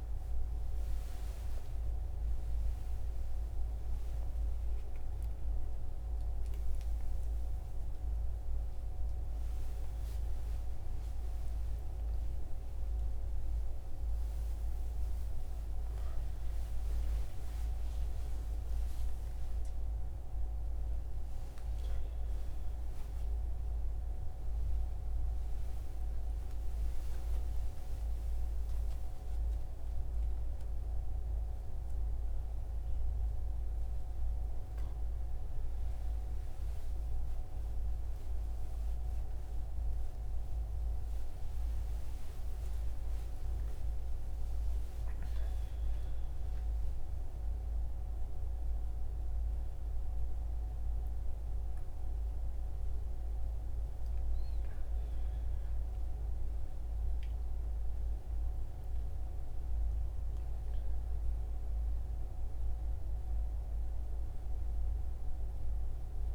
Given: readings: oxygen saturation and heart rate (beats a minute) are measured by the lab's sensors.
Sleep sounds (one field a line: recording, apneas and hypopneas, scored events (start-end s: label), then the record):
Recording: a person awake in a sleep study, hard to hear, by a room microphone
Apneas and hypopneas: none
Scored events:
none scored
From the record:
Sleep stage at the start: awake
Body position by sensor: on the right side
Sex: male